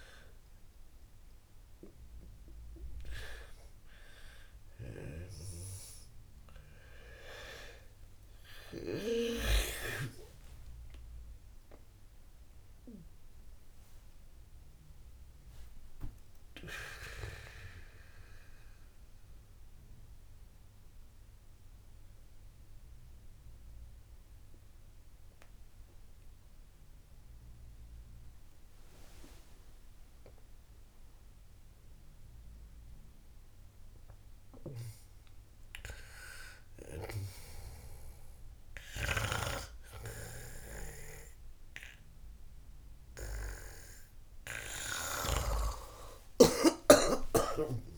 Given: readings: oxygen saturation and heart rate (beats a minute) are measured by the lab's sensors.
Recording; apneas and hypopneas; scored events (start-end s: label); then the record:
a person awake in a sleep study, by a room microphone; none
5.50-9.50 s: snoring (device-marked)
7.50-47.98 s: new sleep stage, awake
35.00-46.00 s: snoring (device-marked)
From the record:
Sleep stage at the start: N2 (light sleep); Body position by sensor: on the back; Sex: female